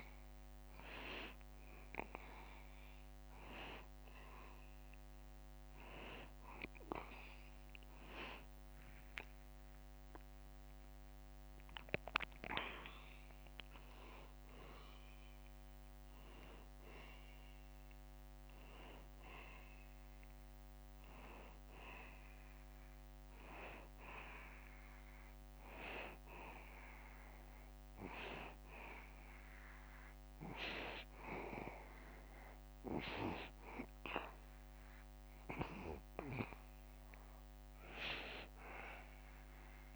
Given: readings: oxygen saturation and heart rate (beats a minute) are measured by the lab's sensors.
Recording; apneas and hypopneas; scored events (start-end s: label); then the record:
breathing in sleep by a microphone on the trachea; none
none scored
From the record:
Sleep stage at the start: N2 (light sleep); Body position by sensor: on the back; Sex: male